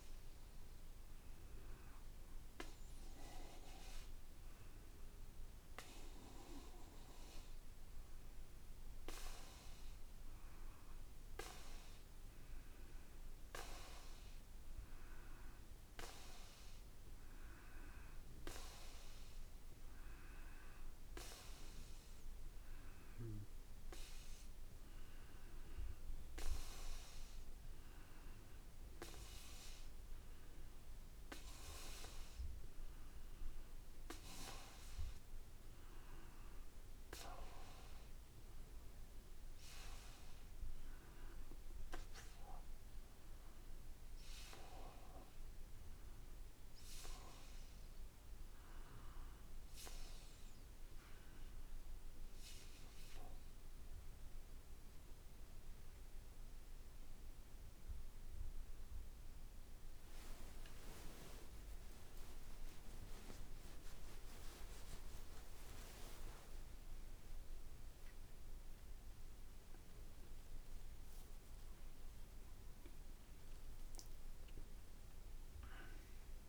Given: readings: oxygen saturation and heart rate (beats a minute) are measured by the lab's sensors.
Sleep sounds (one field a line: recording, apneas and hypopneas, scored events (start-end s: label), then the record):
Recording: breathing in sleep by a room microphone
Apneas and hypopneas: none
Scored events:
5.00-76.49 s: new sleep stage, N2 (light sleep)
57.00-72.00 s: drop in pulse transit time (device-marked, heart rate 58 before, 60 extreme)
59.00-66.00 s: tachycardia (device-marked, heart rate 65 before, 143 extreme)
60.50-62.50 s: long interval between heartbeats (device-marked, heart rate 59 before, 75 extreme)
63.50-65.50 s: long interval between heartbeats (device-marked, heart rate 63 before, 122 extreme)
70.00-75.00 s: arousal
From the record:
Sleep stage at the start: N1 (lightest sleep)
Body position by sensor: on the back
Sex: male